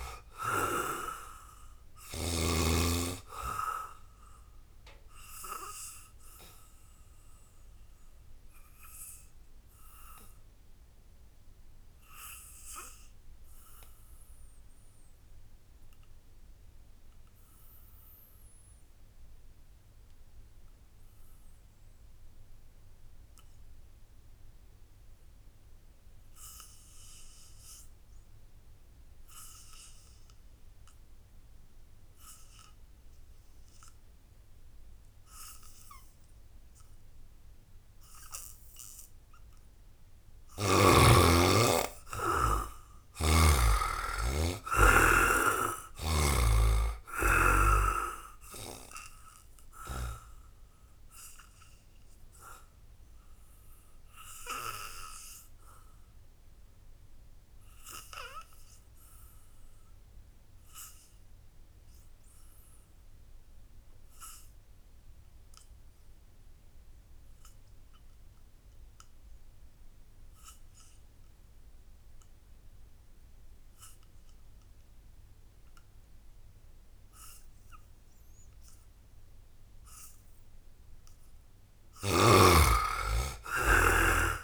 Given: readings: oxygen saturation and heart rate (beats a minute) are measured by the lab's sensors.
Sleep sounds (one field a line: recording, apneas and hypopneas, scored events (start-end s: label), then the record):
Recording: breathing in sleep by a room microphone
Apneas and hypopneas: 2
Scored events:
0.00-2.00 s: snoring (device-marked)
0.00-13.00 s: oxygen desaturation (device-marked, oxygen 68% lowest, heart rate 60 extreme)
4.00-38.50 s: obstructive apnea (oxygen 97% before, 68% lowest, heart rate 71 before, 65 extreme, up 4 after)
29.00-64.00 s: oxygen desaturation (device-marked, oxygen 98% before, 71% lowest, heart rate 77 before, 65 extreme)
39.00-42.50 s: arousal
42.50-46.00 s: snoring (device-marked)
49.00-79.50 s: obstructive apnea (oxygen 98% before, 70% lowest, heart rate 72 before, 65 extreme, up 1 after)
77.00-84.44 s: oxygen desaturation (device-marked, oxygen 96% before, 70% lowest, heart rate 76 before, 58 extreme)
81.50-84.44 s: arousal
From the record:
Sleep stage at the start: N2 (light sleep)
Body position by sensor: on the back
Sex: male